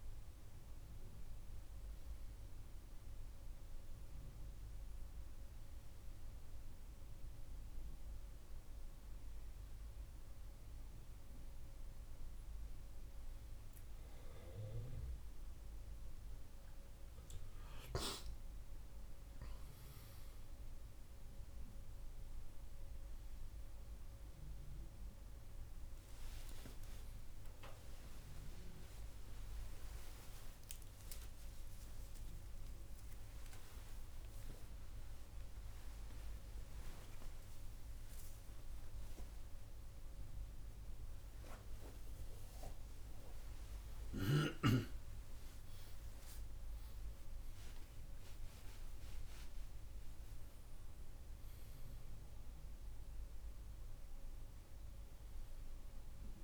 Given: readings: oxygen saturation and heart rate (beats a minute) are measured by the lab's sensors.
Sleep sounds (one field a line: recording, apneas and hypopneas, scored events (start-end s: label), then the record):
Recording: a person awake in a sleep study, by a room microphone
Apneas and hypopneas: none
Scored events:
none scored
From the record:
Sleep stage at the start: awake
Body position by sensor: on the right side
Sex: male